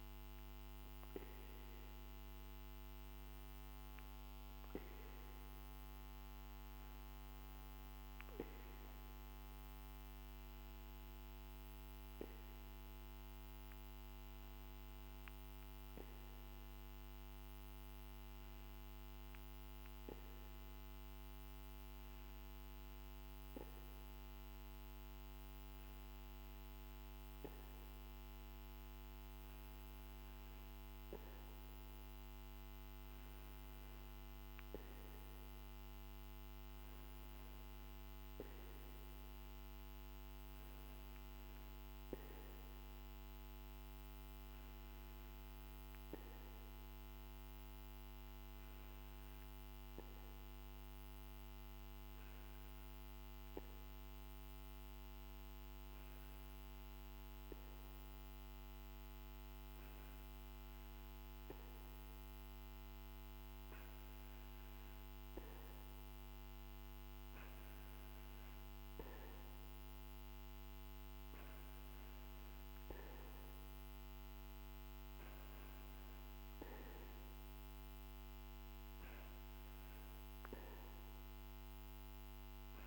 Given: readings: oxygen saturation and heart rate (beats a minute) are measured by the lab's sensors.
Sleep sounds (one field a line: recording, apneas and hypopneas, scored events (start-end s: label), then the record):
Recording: breathing in sleep, hard to hear, by a microphone on the trachea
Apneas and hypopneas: none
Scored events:
none scored
From the record:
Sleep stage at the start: N2 (light sleep)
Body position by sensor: on the back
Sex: male